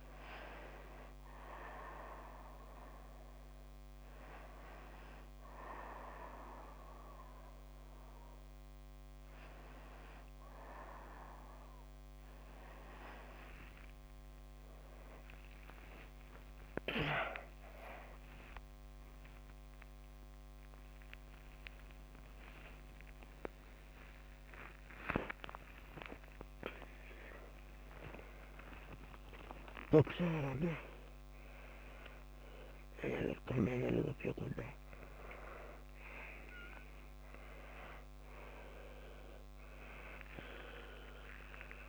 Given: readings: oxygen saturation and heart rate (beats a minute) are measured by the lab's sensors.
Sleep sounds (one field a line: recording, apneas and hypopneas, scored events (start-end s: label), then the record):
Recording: a person awake in a sleep study, by a microphone on the trachea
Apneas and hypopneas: none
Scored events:
16.50-41.89 s: new sleep stage, awake
From the record:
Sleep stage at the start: N1 (lightest sleep)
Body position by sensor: on the back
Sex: female